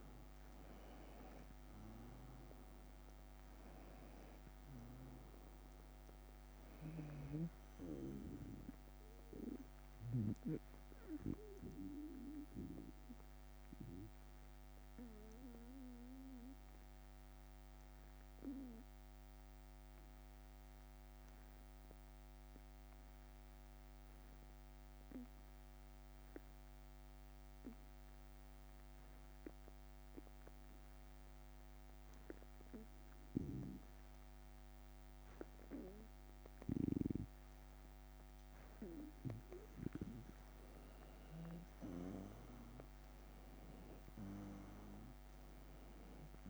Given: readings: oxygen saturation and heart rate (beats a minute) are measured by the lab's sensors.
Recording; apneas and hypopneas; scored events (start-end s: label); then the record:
breathing in sleep by a microphone on the trachea; 1
0.00-3.50 s: oxygen desaturation (device-marked, oxygen 92% lowest, heart rate 75 extreme)
0.00-7.50 s: drop in pulse transit time (device-marked, heart rate 80 extreme)
11.00-39.50 s: obstructive apnea (oxygen 96% before, 91% lowest, heart rate 82 before, 76 extreme, up 4 after)
35.50-46.50 s: oxygen desaturation (device-marked, oxygen 97% before, 92% lowest, heart rate 77 before, 77 extreme)
39.50-44.50 s: arousal
From the record:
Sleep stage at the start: N2 (light sleep); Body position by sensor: on the right side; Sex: male